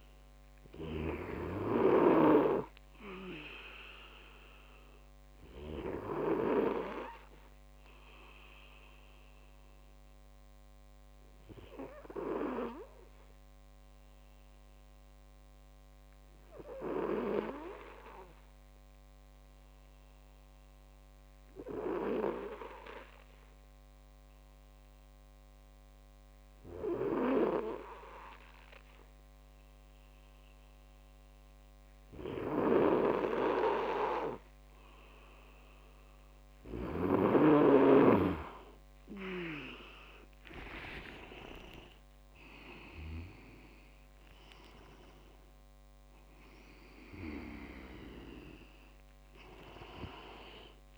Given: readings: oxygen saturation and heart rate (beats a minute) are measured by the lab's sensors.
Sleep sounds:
breathing in sleep by a microphone on the trachea; 1
0.00-1.50 s: snoring (device-marked)
0.00-20.00 s: oxygen desaturation (device-marked, oxygen 92% lowest)
7.00-35.50 s: obstructive apnea (oxygen 98% before, 90% lowest)
31.00-45.00 s: oxygen desaturation (device-marked, oxygen 96% before, 92% lowest)
33.00-37.50 s: snoring (device-marked)
38.50-42.50 s: arousal
40.50-43.50 s: leg movement (device-marked)
47.00-50.98 s: oxygen desaturation (device-marked, oxygen 95% before, 90% lowest)
From the record:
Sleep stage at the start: N2 (light sleep); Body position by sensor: on the back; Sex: male

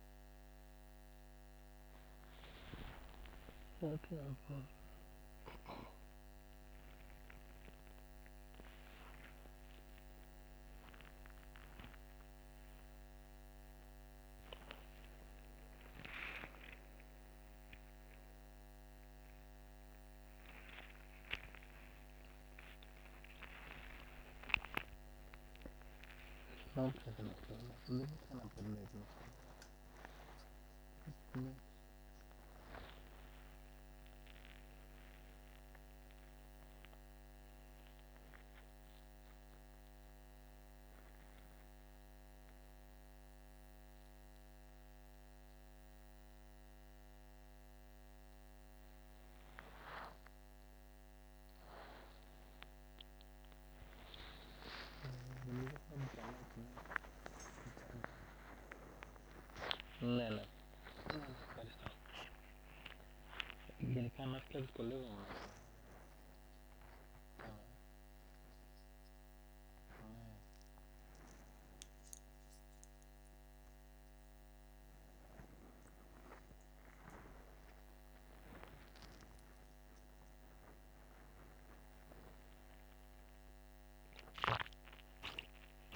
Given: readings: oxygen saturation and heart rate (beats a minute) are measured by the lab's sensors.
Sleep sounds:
a person awake in a sleep study, by a microphone on the trachea; none
10.50-85.96 s: new sleep stage, awake
58.50-63.50 s: tachycardia (device-marked, heart rate 53 before, 111 extreme)
From the record:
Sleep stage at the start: N1 (lightest sleep); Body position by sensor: on the back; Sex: male

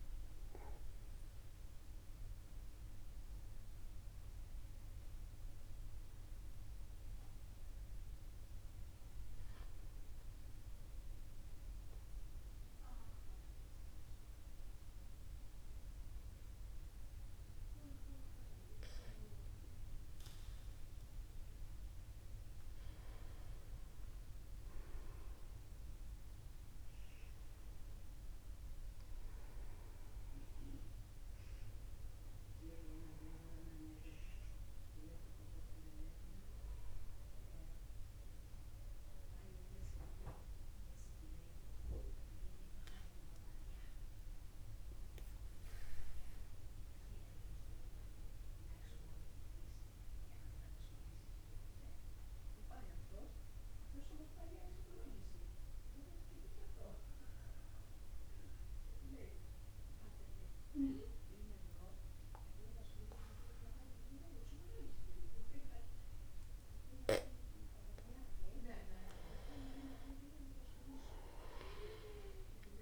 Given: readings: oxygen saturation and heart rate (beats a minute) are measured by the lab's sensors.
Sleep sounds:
breathing in sleep by a room microphone; 2
12.00-23.00 s: mixed apnea (oxygen 95% before, 94% lowest, heart rate 51 before, 49 extreme, up 1 after)
25.50-29.50 s: arousal
42.00-68.50 s: mixed apnea (oxygen 97% before, 93% lowest, heart rate 49 before, 49 extreme)
From the record:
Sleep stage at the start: N2 (light sleep); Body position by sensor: upright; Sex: male

